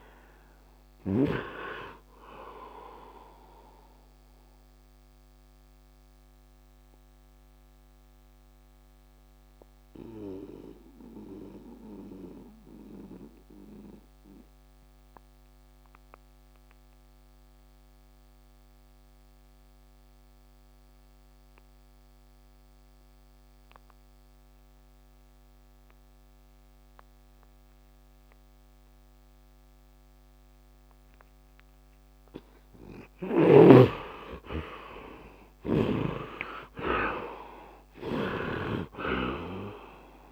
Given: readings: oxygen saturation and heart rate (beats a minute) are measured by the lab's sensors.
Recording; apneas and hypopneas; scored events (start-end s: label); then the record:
breathing in sleep by a microphone on the trachea; 1
0.00-1.00 s: snoring (device-marked)
0.00-16.00 s: oxygen desaturation (device-marked, oxygen 41% lowest, heart rate 71 extreme)
2.50-32.00 s: mixed apnea (oxygen 60% before, 41% lowest, heart rate 80 before, 71 extreme, up 11 after)
27.00-40.32 s: oxygen desaturation (device-marked, oxygen 91% before, 51% lowest, heart rate 79 before, 73 extreme)
33.50-38.50 s: arousal
37.50-40.32 s: snoring (device-marked)
From the record:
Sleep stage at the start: REM sleep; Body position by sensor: on the right side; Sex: male